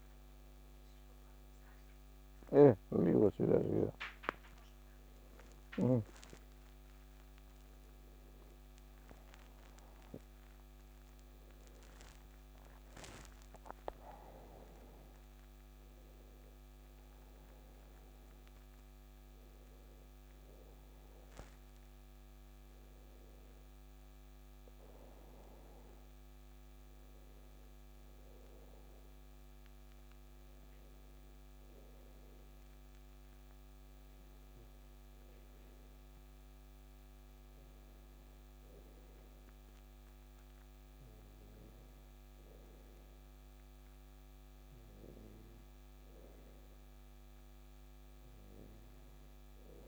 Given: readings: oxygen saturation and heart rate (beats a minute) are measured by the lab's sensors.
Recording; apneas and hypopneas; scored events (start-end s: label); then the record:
a person awake in a sleep study, by a microphone on the trachea; none
2.50-6.00 s: snoring (device-marked)
From the record:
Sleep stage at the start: awake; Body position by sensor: on the back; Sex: male